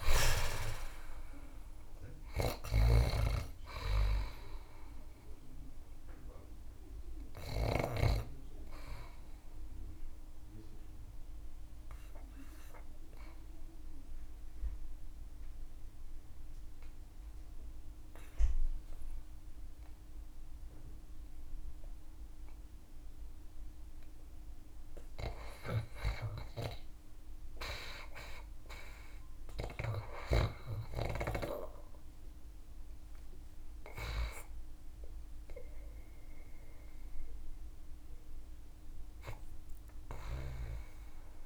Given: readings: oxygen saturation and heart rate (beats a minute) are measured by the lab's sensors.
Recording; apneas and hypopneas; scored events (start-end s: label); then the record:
breathing in sleep by a room microphone; 1
0.00-30.50 s: oxygen desaturation (device-marked, oxygen 82% lowest)
1.50-7.00 s: snoring (device-marked)
9.00-23.50 s: obstructive apnea (oxygen 98% before, 82% lowest)
27.50-32.00 s: arousal
37.50-41.46 s: new sleep stage, N2 (light sleep)
From the record:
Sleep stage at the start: REM sleep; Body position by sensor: on the back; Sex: male